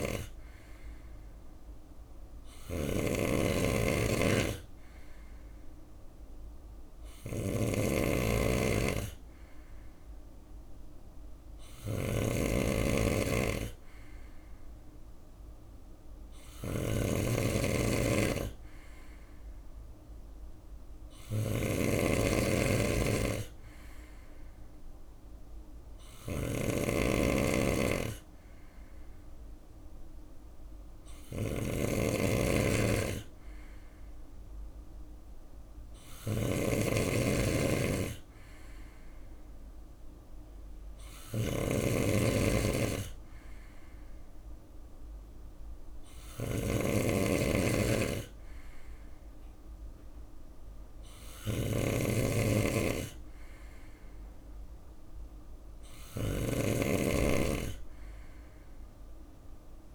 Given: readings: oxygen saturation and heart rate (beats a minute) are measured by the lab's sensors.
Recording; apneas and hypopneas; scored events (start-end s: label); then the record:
breathing in sleep by a room microphone; none
0.00-59.95 s: snoring (device-marked)
From the record:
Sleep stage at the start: N3 (deep sleep); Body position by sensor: on the right side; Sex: male